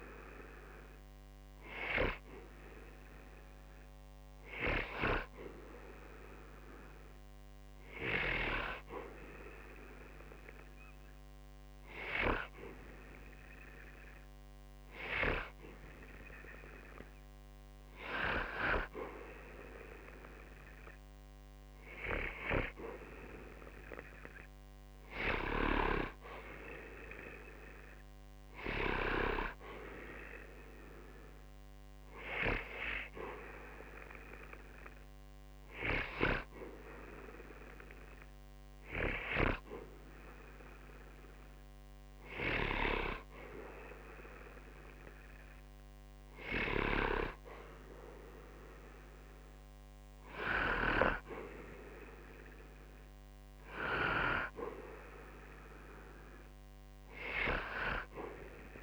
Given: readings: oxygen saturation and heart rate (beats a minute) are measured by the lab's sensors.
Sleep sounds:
breathing in sleep by a microphone on the trachea; 1
5.50-8.50 s: arousal
10.50-23.00 s: hypopnea (oxygen 95% before, 92% lowest, heart rate 68 before, 60 extreme, up 6 after)
25.50-28.50 s: arousal
From the record:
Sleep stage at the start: N2 (light sleep); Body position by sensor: on the back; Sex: male

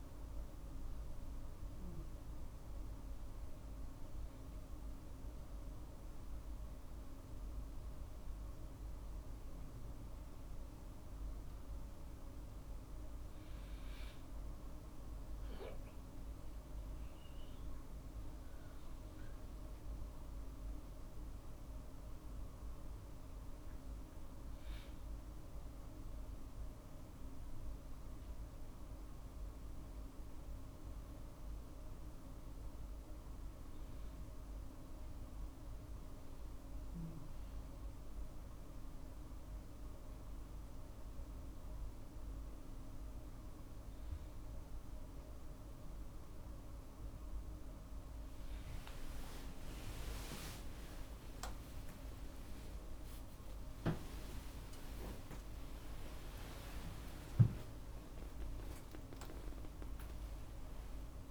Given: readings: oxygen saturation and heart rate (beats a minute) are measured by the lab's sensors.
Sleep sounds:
a person awake in a sleep study, hard to hear, by a room microphone; none
18.00-32.00 s: drop in pulse transit time (device-marked, heart rate 52 before, 51 extreme)
49.00-61.31 s: tachycardia (device-marked, heart rate 53 before, 162 extreme)
50.50-52.50 s: long interval between heartbeats (device-marked, heart rate 53 before, 69 extreme)
52.50-54.50 s: long interval between heartbeats (device-marked, heart rate 55 before, 102 extreme)
57.00-61.31 s: drop in pulse transit time (device-marked, heart rate 70 before, 133 extreme)
From the record:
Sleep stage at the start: awake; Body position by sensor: on the right side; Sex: male

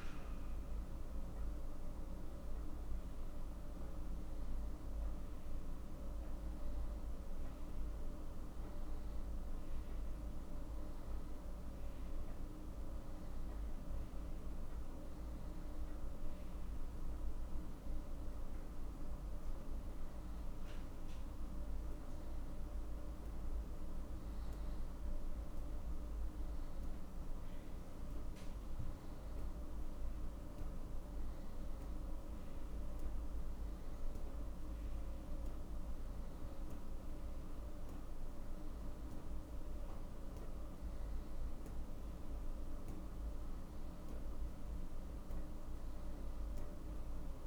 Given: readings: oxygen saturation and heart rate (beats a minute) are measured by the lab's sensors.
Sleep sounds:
a person awake in a sleep study, hard to hear, by a room microphone; none
none scored
From the record:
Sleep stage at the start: awake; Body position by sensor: on the back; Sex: male

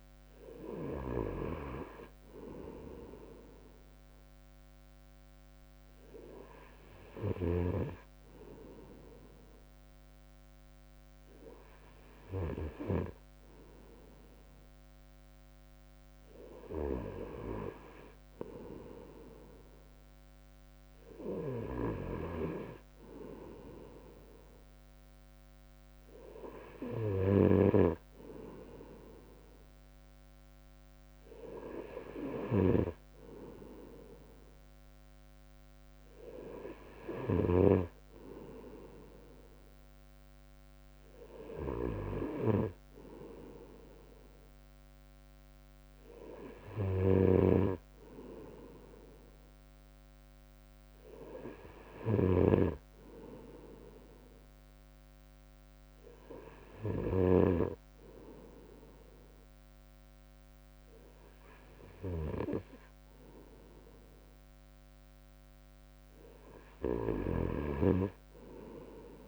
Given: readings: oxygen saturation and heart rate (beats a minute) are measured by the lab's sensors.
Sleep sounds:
breathing in sleep by a microphone on the trachea; none
4.00-6.00 s: long interval between heartbeats (device-marked, heart rate 61 before, 61 extreme)
48.00-50.00 s: long interval between heartbeats (device-marked, heart rate 60 before, 62 extreme)
From the record:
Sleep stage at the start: N2 (light sleep); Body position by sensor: on the right side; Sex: male

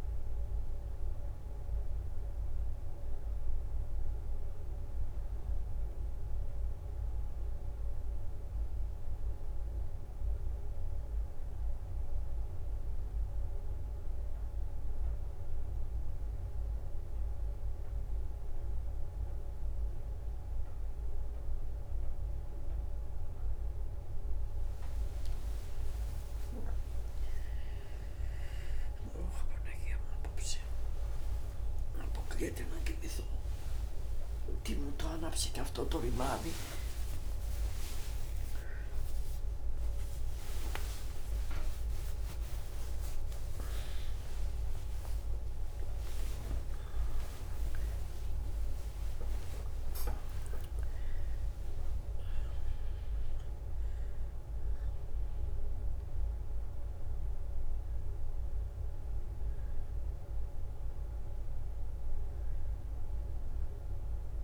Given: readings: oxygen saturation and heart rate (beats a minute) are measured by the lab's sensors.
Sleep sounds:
a person awake in a sleep study, by a room microphone; none
0.00-2.00 s: leg movement (device-marked)
4.00-8.50 s: leg movement (device-marked)
11.00-15.50 s: leg movement (device-marked)
22.00-32.00 s: drop in pulse transit time (device-marked, heart rate 65 before, 64 extreme)
23.00-34.00 s: tachycardia (device-marked, heart rate 70 before, 180 extreme)
44.00-51.00 s: tachycardia (device-marked, heart rate 72 before, 145 extreme)
47.00-60.00 s: drop in pulse transit time (device-marked, heart rate 118 before, 77 extreme)
From the record:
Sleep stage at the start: awake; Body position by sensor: on the back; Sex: female

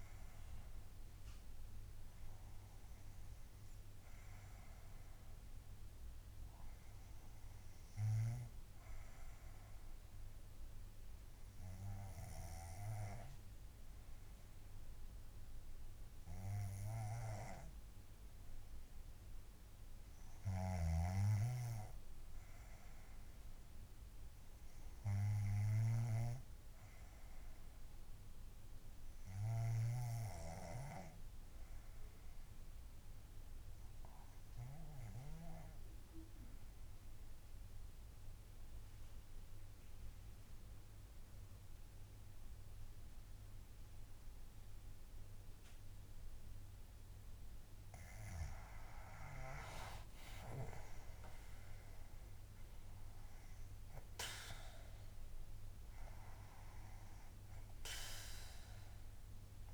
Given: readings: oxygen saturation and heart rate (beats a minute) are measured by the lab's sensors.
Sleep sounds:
breathing in sleep by a room microphone; 2
0.00-4.00 s: arousal
8.00-19.50 s: obstructive apnea (oxygen 98% before, 90% lowest, heart rate 63 before, 58 extreme, up 6 after)
21.00-30.50 s: snoring (device-marked)
23.50-27.50 s: arousal
32.50-48.50 s: oxygen desaturation (device-marked, oxygen 97% before, 94% lowest, heart rate 63 before, 58 extreme)
33.00-48.00 s: obstructive apnea (oxygen 98% before, 90% lowest, heart rate 63 before, 58 extreme, up 16 after)
50.00-55.00 s: arousal
From the record:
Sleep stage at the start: N2 (light sleep); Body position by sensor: on the back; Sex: female

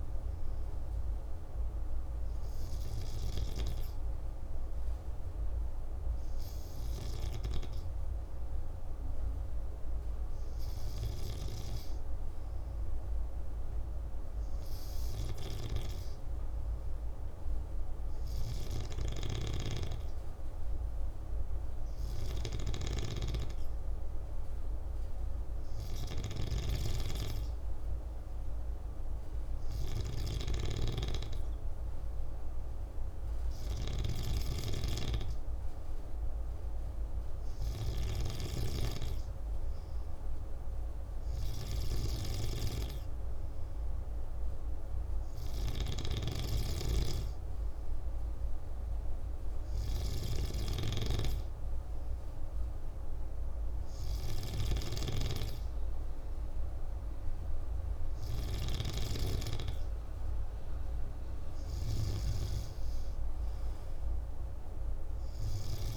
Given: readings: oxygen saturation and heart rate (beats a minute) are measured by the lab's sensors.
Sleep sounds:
breathing in sleep by a room microphone; none
18.50-65.97 s: snoring (device-marked)
From the record:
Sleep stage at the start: N2 (light sleep); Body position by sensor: on the back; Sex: male

